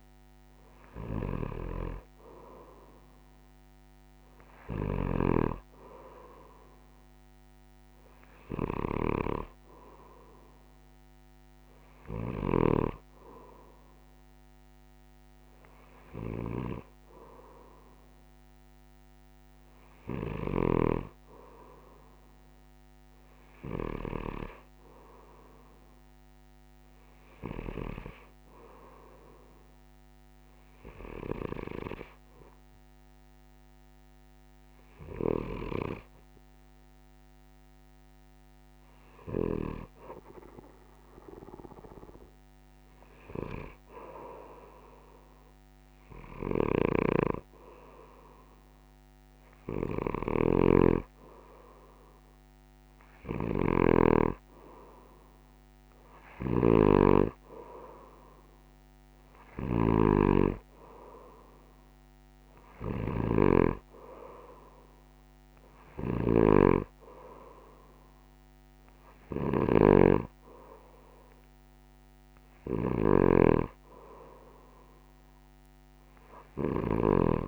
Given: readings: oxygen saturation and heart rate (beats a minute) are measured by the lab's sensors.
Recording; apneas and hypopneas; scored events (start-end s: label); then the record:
breathing in sleep by a microphone on the trachea; 1
1.00-5.00 s: snoring (device-marked)
12.00-20.50 s: snoring (device-marked)
27.00-40.50 s: hypopnea (oxygen 97% before, 93% lowest)
43.00-46.50 s: arousal
46.50-77.48 s: snoring (device-marked)
From the record:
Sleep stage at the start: N2 (light sleep); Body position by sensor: on the right side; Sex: male